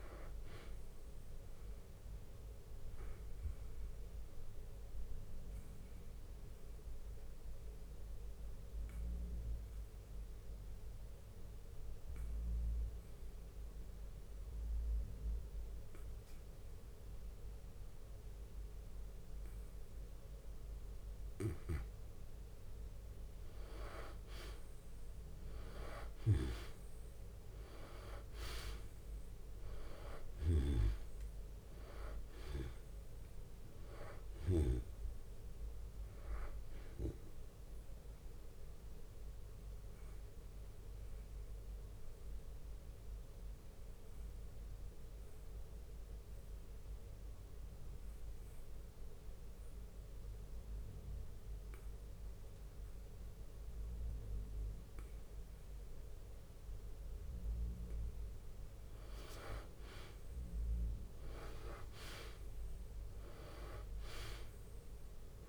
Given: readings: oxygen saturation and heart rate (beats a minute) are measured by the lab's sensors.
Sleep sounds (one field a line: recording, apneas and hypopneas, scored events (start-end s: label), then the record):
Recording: breathing in sleep by a room microphone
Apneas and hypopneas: 2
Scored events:
0.00-6.50 s: drop in pulse transit time (device-marked, heart rate 56 extreme)
0.00-18.50 s: oxygen desaturation (device-marked, oxygen 92% lowest, heart rate 51 extreme)
2.00-20.50 s: obstructive apnea (oxygen 97% before, 90% lowest, heart rate 56 before, 51 extreme, up 2 after)
5.50-27.50 s: bradycardia (device-marked, heart rate 59 before, 51 extreme)
24.00-28.50 s: arousal
26.50-40.50 s: drop in pulse transit time (device-marked, heart rate 56 before, 55 extreme)
26.50-54.50 s: oxygen desaturation (device-marked, oxygen 96% before, 90% lowest, heart rate 56 before, 51 extreme)
33.00-35.00 s: long interval between heartbeats (device-marked, heart rate 56 before, 71 extreme)
39.00-57.50 s: obstructive apnea (oxygen 96% before, 90% lowest, heart rate 60 before, 51 extreme, up 14 after)
40.50-56.50 s: bradycardia (device-marked, heart rate 59 before, 51 extreme)
59.50-64.00 s: arousal
60.50-65.49 s: drop in pulse transit time (device-marked, heart rate 56 before, 61 extreme)
61.50-65.49 s: oxygen desaturation (device-marked, oxygen 98% before, 91% lowest, heart rate 56 before, 55 extreme)
From the record:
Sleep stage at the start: N2 (light sleep)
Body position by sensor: on the back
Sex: male